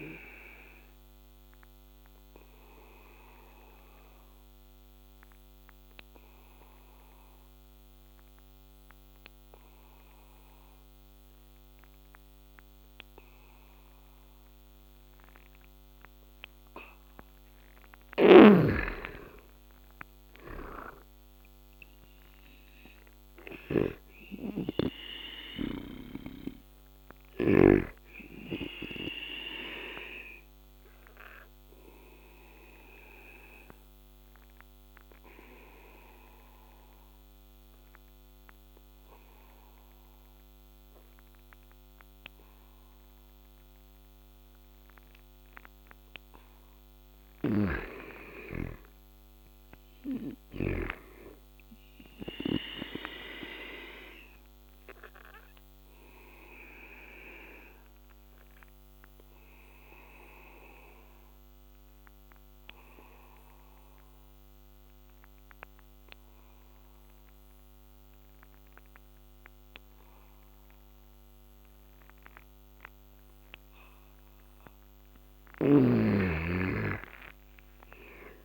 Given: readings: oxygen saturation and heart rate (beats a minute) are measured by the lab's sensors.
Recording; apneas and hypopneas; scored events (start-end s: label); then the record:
breathing in sleep by a microphone on the trachea; 3
0.00-15.50 s: oxygen desaturation (device-marked, oxygen 88% lowest, heart rate 69 extreme)
1.00-16.00 s: obstructive apnea (oxygen 98% before, 84% lowest, heart rate 85 before, 69 extreme, up 12 after)
17.50-27.00 s: snoring (device-marked)
18.00-21.50 s: arousal
26.50-45.50 s: oxygen desaturation (device-marked, oxygen 98% before, 84% lowest, heart rate 73 before, 71 extreme)
30.00-44.00 s: obstructive apnea (oxygen 98% before, 84% lowest, heart rate 75 before, 71 extreme, up 10 after)
47.00-50.50 s: arousal
47.00-50.50 s: snoring (device-marked)
52.50-73.50 s: oxygen desaturation (device-marked, oxygen 98% before, 87% lowest, heart rate 75 before, 68 extreme)
55.00-72.00 s: obstructive apnea (oxygen 98% before, 86% lowest, heart rate 75 before, 68 extreme, up 8 after)
75.00-78.45 s: arousal
From the record:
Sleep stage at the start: N2 (light sleep); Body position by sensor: on the back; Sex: male